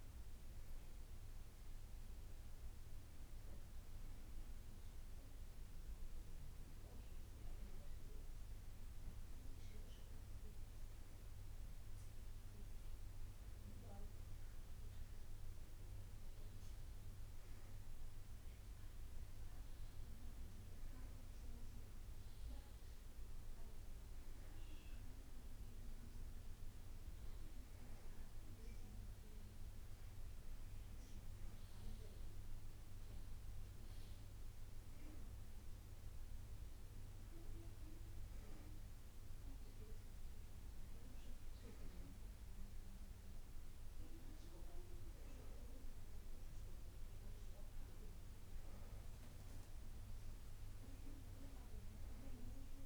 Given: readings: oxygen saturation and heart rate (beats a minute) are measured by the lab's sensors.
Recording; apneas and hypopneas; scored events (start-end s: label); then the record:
breathing in sleep by a room microphone; none
none scored
From the record:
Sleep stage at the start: N2 (light sleep); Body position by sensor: on the back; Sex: female